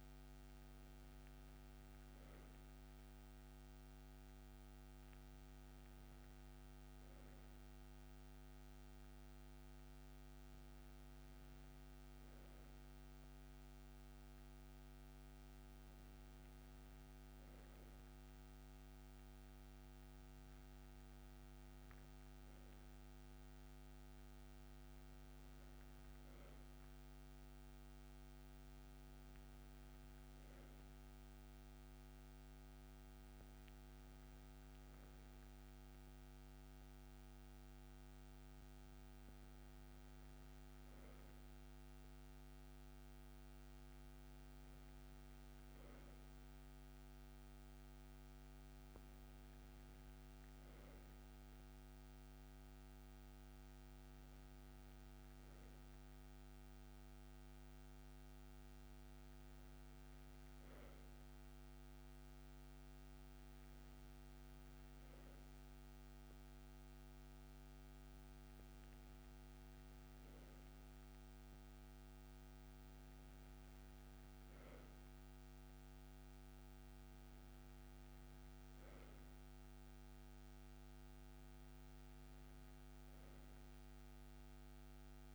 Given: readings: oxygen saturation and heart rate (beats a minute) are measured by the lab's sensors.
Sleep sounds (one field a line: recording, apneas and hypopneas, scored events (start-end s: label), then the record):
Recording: breathing in sleep, hard to hear, by a microphone on the trachea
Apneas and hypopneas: none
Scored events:
none scored
From the record:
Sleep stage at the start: N2 (light sleep)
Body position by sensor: on the right side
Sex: male